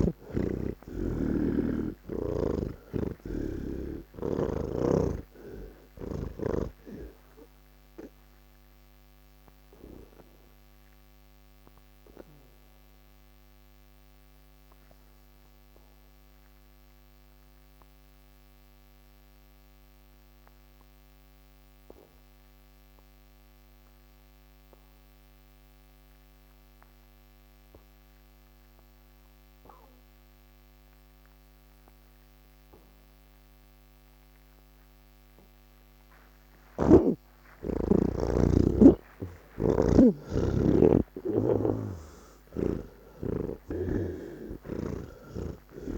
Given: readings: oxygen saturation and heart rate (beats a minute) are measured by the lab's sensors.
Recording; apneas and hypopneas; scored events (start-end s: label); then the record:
breathing in sleep by a microphone on the trachea; 1
0.00-21.00 s: oxygen desaturation (device-marked, oxygen 77% lowest, heart rate 104 extreme)
7.50-36.00 s: obstructive apnea (oxygen 98% before, 77% lowest, heart rate 173 before, 83 extreme, up 28 after)
27.00-45.98 s: oxygen desaturation (device-marked, oxygen 98% before, 78% lowest, heart rate 149 before, 60 extreme)
39.50-43.00 s: snoring (device-marked)
From the record:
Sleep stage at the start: N1 (lightest sleep); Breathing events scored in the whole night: 332 in 5.7 hours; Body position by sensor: on the back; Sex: male